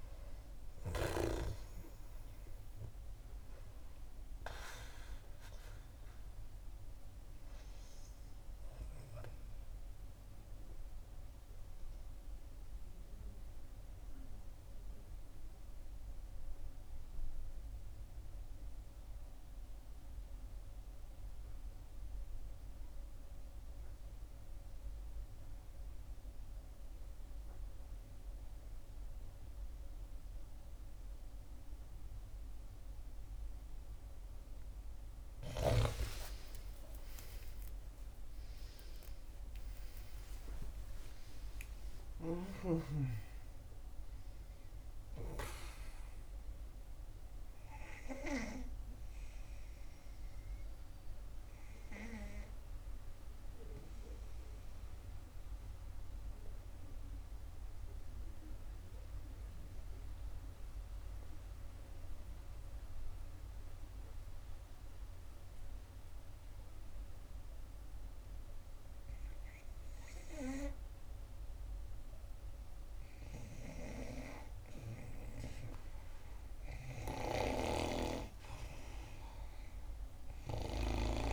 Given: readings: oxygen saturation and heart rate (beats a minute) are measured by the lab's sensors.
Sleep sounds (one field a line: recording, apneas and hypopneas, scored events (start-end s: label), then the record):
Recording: breathing in sleep by a room microphone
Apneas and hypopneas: 2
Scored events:
0.00-16.50 s: oxygen desaturation (device-marked, oxygen 88% lowest, heart rate 62 extreme)
9.50-34.50 s: obstructive apnea (oxygen 95% before, 88% lowest, heart rate 68 before, 59 extreme, up 7 after)
34.50-61.50 s: oxygen desaturation (device-marked, oxygen 96% before, 89% lowest, heart rate 63 before, 58 extreme)
35.50-41.50 s: snoring (device-marked)
36.50-40.00 s: arousal
50.50-72.50 s: obstructive apnea (oxygen 96% before, 89% lowest, heart rate 67 before, 58 extreme, up 7 after)
73.50-81.33 s: snoring (device-marked)
78.00-81.33 s: arousal
79.50-81.33 s: oxygen desaturation (device-marked, oxygen 96% before, 92% lowest, heart rate 64 before, 62 extreme)
From the record:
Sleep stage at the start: N2 (light sleep)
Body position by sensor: on the back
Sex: female